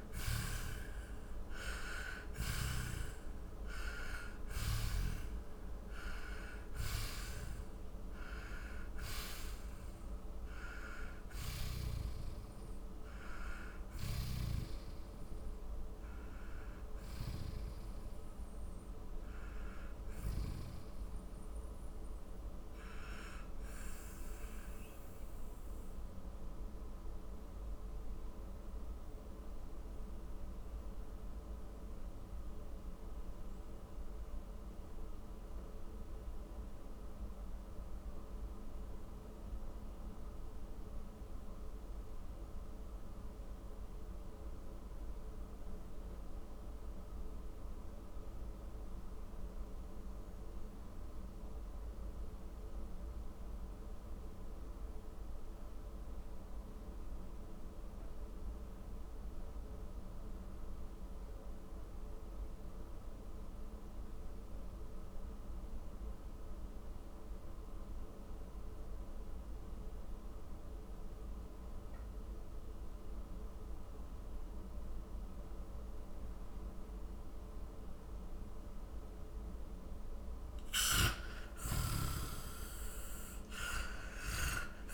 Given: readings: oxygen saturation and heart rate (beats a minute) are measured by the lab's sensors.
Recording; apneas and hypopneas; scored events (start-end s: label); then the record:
breathing in sleep by a room microphone; 1
0.00-1.00 s: arousal
0.00-39.50 s: oxygen desaturation (device-marked, oxygen 82% lowest, heart rate 47 extreme)
21.50-78.50 s: mixed apnea (oxygen 94% before, 82% lowest, heart rate 68 before, 46 extreme, up 27 after)
81.00-84.93 s: arousal
81.00-84.93 s: snoring (device-marked)
From the record:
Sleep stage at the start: N2 (light sleep); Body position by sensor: on the back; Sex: male